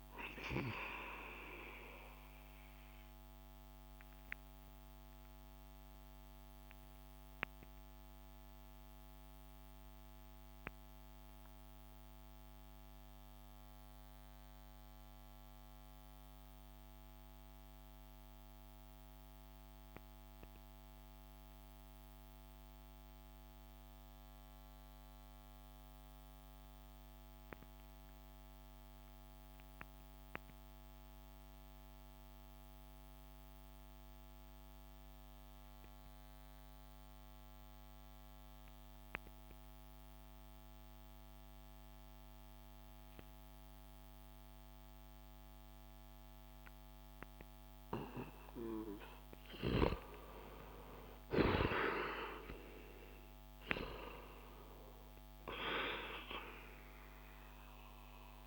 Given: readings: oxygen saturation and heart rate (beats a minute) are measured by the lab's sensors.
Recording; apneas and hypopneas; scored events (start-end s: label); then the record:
breathing in sleep by a microphone on the trachea; 1
2.50-49.50 s: mixed apnea (oxygen 97% before, 89% lowest)
41.00-58.47 s: oxygen desaturation (device-marked, oxygen 97% before, 89% lowest)
50.50-54.50 s: arousal
From the record:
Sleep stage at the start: N2 (light sleep); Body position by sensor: on the back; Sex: male